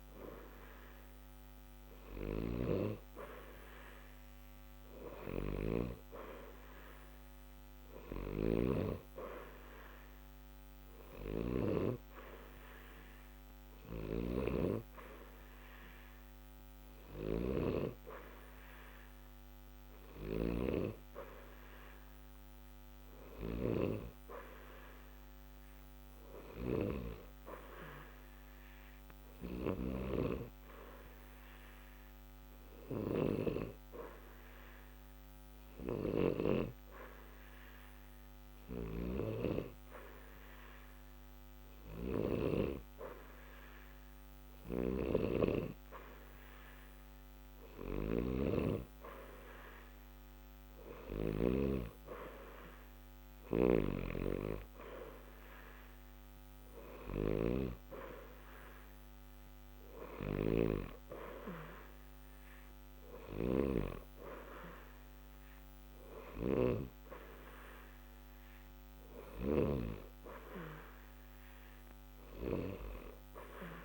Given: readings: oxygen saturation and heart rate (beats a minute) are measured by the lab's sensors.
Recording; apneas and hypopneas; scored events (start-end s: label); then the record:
breathing in sleep by a microphone on the trachea; 1
0.00-1.00 s: arousal
28.00-46.00 s: hypopnea (oxygen 91% before, 88% lowest, heart rate 60 before, 60 extreme, up 0 after)
48.50-51.50 s: arousal
50.50-57.00 s: snoring (device-marked)
From the record:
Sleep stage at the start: N2 (light sleep); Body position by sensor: on the back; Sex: male